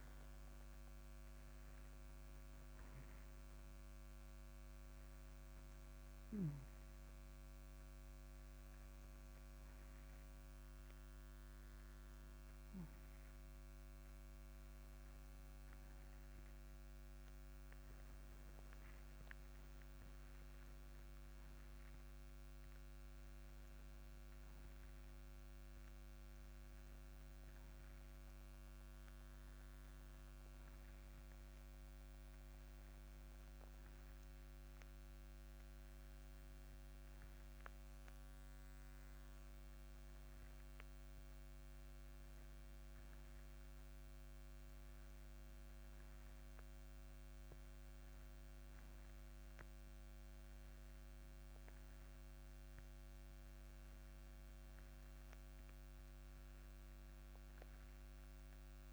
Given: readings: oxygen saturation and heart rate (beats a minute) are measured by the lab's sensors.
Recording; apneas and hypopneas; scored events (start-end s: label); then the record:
a person partly awake in a sleep study, hard to hear, by a microphone on the trachea; none
17.50-58.92 s: new sleep stage, N1 (lightest sleep)
From the record:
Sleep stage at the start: awake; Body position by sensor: on the back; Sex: male